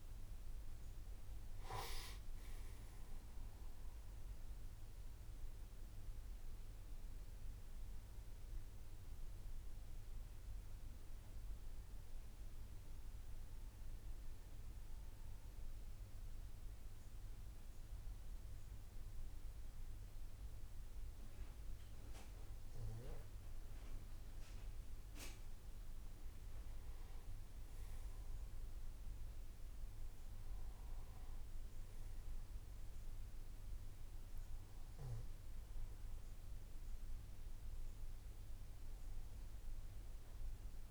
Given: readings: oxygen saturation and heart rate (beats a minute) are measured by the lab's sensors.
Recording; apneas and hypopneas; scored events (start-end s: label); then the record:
breathing in sleep, hard to hear, by a room microphone; 1
9.00-24.00 s: hypopnea (oxygen 96% before, 93% lowest, heart rate 59 before, 53 extreme, up 5 after)
31.50-40.91 s: oxygen desaturation (device-marked, oxygen 98% before, 94% lowest, heart rate 56 before, 53 extreme)
From the record:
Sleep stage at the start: N3 (deep sleep); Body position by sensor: on the back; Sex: male